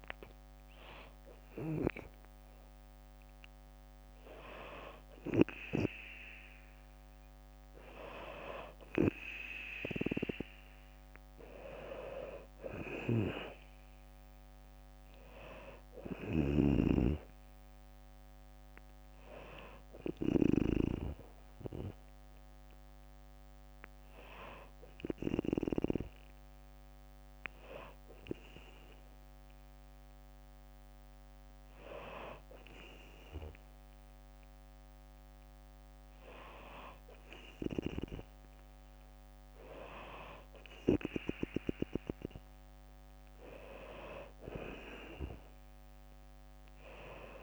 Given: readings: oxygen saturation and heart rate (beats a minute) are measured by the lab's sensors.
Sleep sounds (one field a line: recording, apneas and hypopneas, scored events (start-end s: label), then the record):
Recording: breathing in sleep by a microphone on the trachea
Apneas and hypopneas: none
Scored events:
10.00-23.00 s: drop in pulse transit time (device-marked, heart rate 62 before, 60 extreme)
15.50-20.00 s: snoring (device-marked)
21.00-24.00 s: bradycardia (device-marked, heart rate 66 before, 60 extreme)
32.00-37.00 s: bradycardia (device-marked, heart rate 66 before, 59 extreme)
43.00-47.43 s: drop in pulse transit time (device-marked, heart rate 60 before, 62 extreme)
From the record:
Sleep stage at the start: N2 (light sleep)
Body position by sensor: on the back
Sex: female